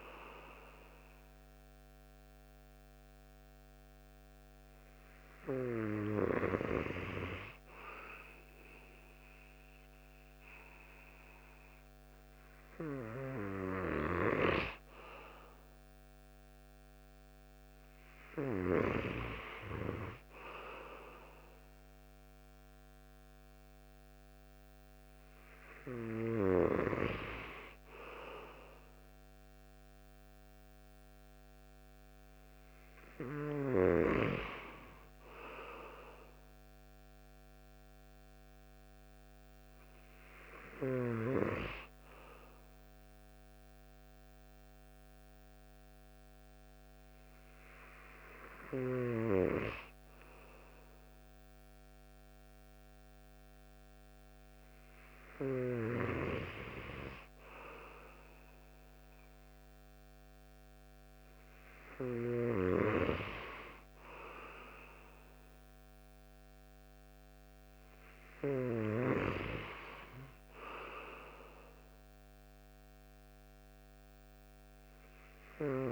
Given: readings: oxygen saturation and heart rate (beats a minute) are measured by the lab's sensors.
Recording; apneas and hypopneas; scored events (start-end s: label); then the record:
breathing in sleep by a microphone on the trachea; none
none scored
From the record:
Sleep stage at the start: N2 (light sleep); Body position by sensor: on the right side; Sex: male